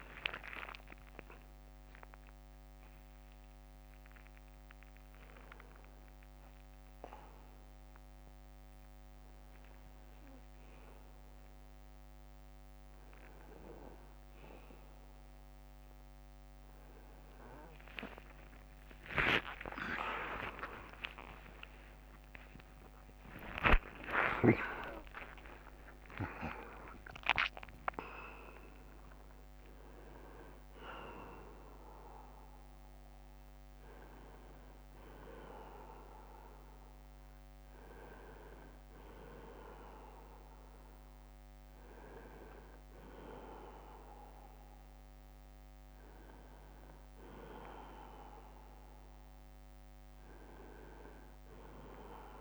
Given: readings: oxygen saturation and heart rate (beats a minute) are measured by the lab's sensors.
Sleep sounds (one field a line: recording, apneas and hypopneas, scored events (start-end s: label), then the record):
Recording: a person awake in a sleep study, by a microphone on the trachea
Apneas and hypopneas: none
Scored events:
1.00-17.00 s: oxygen desaturation (device-marked, oxygen 95% before, 91% lowest, heart rate 100 before, 65 extreme)
17.00-30.00 s: tachycardia (device-marked, heart rate 73 before, 154 extreme)
From the record:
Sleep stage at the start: awake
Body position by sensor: on the right side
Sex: male